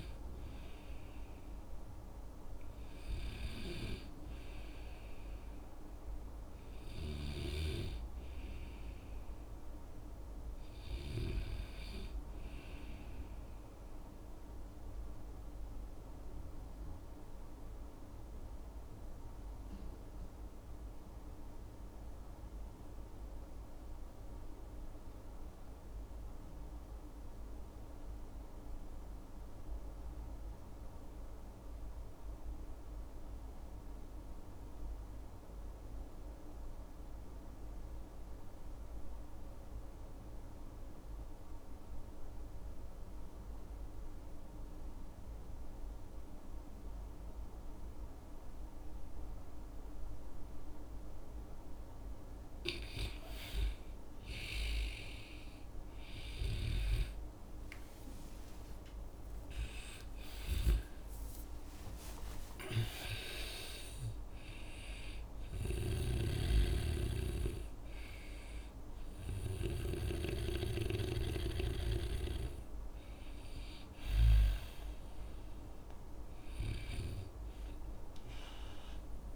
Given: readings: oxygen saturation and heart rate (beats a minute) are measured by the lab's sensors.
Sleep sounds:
breathing in sleep by a room microphone; 1
0.00-7.50 s: oxygen desaturation (device-marked, oxygen 82% lowest, heart rate 55 extreme)
15.50-51.50 s: obstructive apnea (oxygen 99% before, 81% lowest, heart rate 61 before, 55 extreme, up 12 after)
43.50-79.36 s: oxygen desaturation (device-marked, oxygen 97% before, 81% lowest, heart rate 58 before, 59 extreme)
58.00-62.00 s: arousal
66.00-71.00 s: snoring (device-marked)
From the record:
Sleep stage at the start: REM sleep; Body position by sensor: on the back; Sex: male

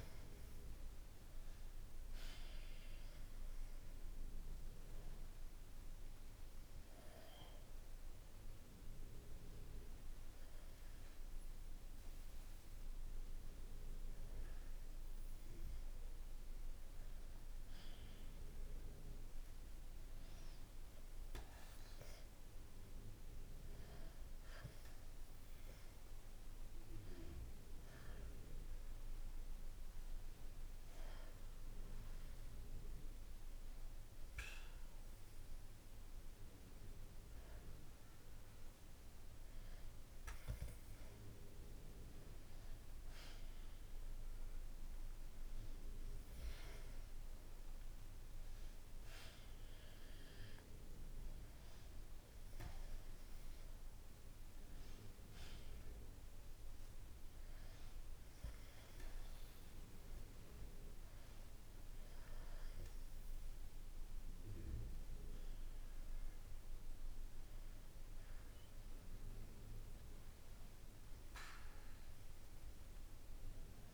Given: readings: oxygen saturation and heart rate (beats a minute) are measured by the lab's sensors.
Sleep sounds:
breathing in sleep, hard to hear, by a room microphone; none
0.00-4.00 s: arousal
45.50-73.94 s: new sleep stage, N2 (light sleep)
From the record:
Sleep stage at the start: N1 (lightest sleep); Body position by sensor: on the back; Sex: male

